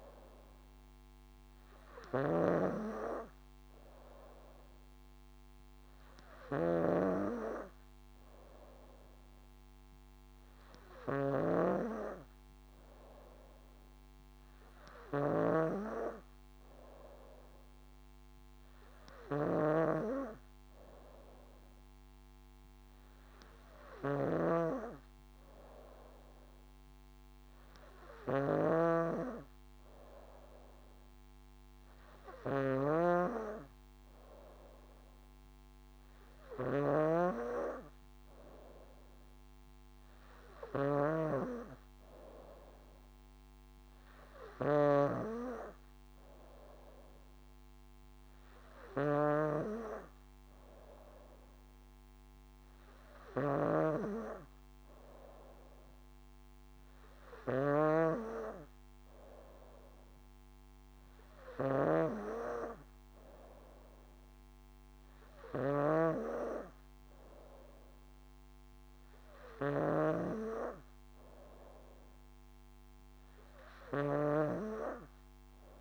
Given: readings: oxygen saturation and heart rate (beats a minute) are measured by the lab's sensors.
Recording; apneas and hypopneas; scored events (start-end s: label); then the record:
breathing in sleep by a microphone on the trachea; none
0.00-45.50 s: snoring (device-marked)
53.50-70.50 s: snoring (device-marked)
From the record:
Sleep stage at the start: N3 (deep sleep); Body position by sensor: on the back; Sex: female